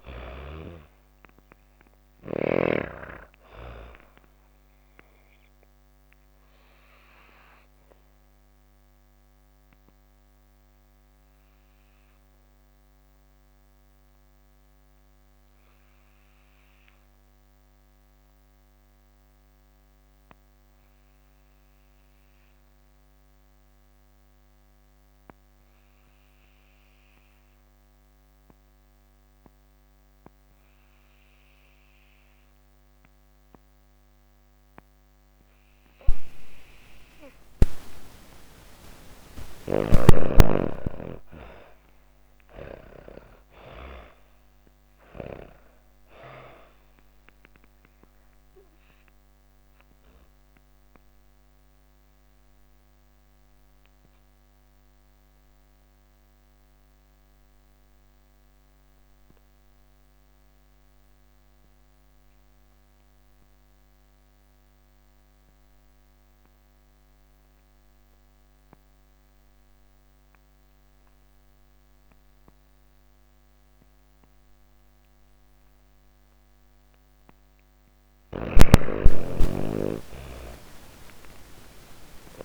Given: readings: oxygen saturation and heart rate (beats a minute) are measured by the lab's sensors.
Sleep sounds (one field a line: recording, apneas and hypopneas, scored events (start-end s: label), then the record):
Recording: breathing in sleep by a microphone on the trachea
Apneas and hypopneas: 2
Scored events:
0.00-1.50 s: snoring (device-marked)
0.00-16.00 s: oxygen desaturation (device-marked, oxygen 82% lowest)
9.50-35.00 s: obstructive apnea (oxygen 97% before, 82% lowest)
35.00-70.00 s: oxygen desaturation (device-marked, oxygen 99% before, 82% lowest)
38.50-43.50 s: arousal
49.00-76.00 s: obstructive apnea (oxygen 99% before, 82% lowest)
72.00-82.45 s: oxygen desaturation (device-marked, oxygen 99% before, 82% lowest)
77.00-82.00 s: snoring (device-marked)
78.00-82.45 s: arousal
From the record:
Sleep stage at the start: N2 (light sleep)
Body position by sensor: on the back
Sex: female